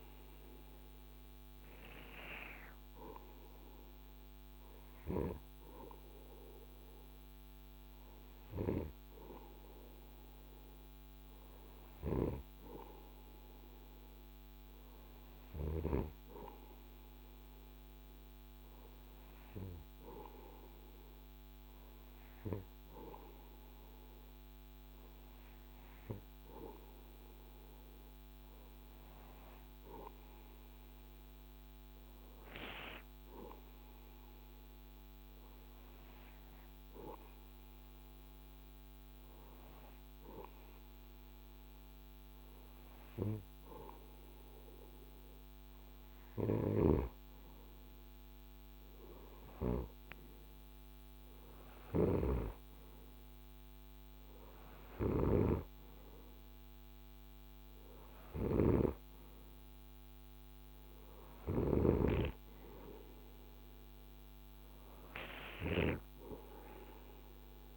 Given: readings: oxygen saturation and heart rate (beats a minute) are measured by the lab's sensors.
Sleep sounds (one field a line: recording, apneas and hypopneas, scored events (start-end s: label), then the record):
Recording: breathing in sleep by a microphone on the trachea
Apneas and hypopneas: none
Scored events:
45.50-61.00 s: snoring (device-marked)
From the record:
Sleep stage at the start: REM sleep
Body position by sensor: on the right side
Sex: male